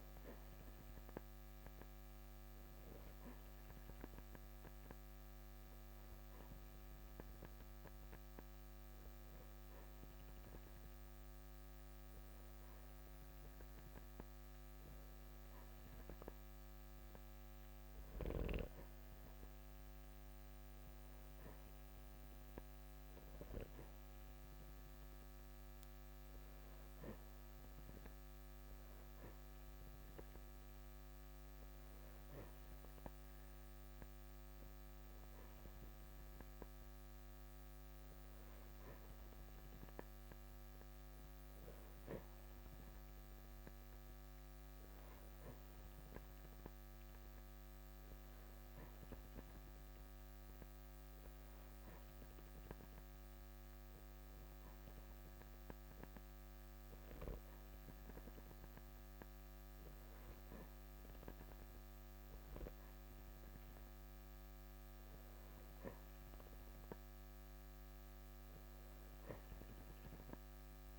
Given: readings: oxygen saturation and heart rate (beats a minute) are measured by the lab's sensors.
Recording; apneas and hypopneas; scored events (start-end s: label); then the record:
breathing in sleep by a microphone on the trachea; none
none scored
From the record:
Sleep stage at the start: N3 (deep sleep); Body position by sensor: on the back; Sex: male